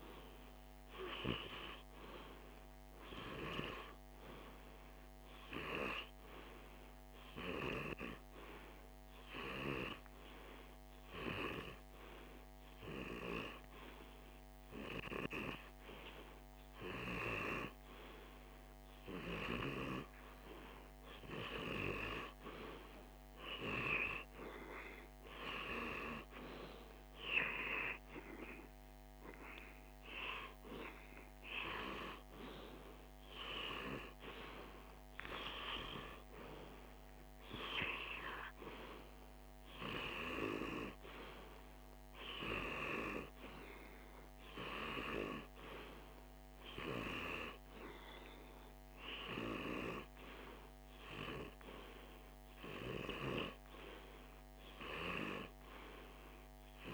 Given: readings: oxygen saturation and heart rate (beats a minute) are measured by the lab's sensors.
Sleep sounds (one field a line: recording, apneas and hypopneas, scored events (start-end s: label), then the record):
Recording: breathing in sleep by a microphone on the trachea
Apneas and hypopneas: 1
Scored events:
6.50-17.50 s: hypopnea (oxygen 98% before, 95% lowest, heart rate 51 before, 51 extreme, up 1 after)
21.00-24.50 s: arousal
From the record:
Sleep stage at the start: REM sleep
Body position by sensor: on the left side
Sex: male